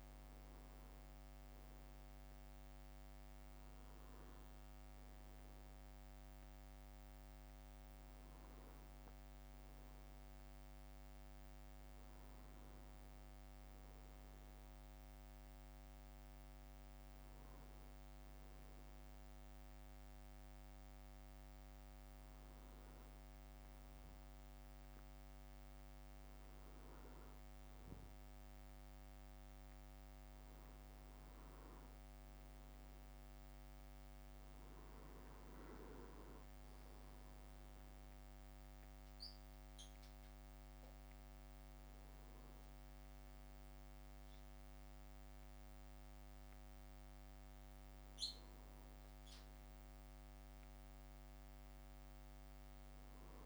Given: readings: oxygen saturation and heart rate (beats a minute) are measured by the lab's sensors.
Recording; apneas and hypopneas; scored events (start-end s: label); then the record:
breathing in sleep, hard to hear, by a microphone on the trachea; none
47.50-53.46 s: new sleep stage, N1 (lightest sleep)
50.00-53.46 s: arousal
From the record:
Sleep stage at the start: N2 (light sleep); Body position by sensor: on the back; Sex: male